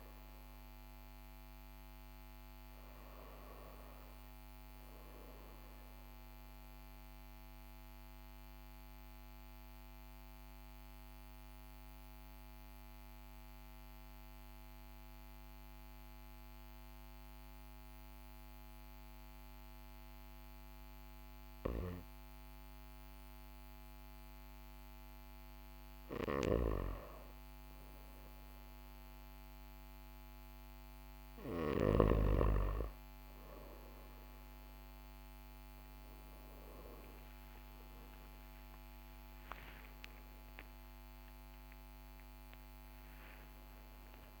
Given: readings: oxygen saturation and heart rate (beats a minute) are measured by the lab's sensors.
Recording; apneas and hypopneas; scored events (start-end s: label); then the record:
a person partly awake in a sleep study, by a microphone on the trachea; 1
0.50-4.00 s: arousal
7.00-25.50 s: obstructive apnea (oxygen 98% before, 96% lowest, heart rate 41 before, 40 extreme, up 1 after)
30.00-44.40 s: new sleep stage, awake
From the record:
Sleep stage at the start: N2 (light sleep); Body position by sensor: on the back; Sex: male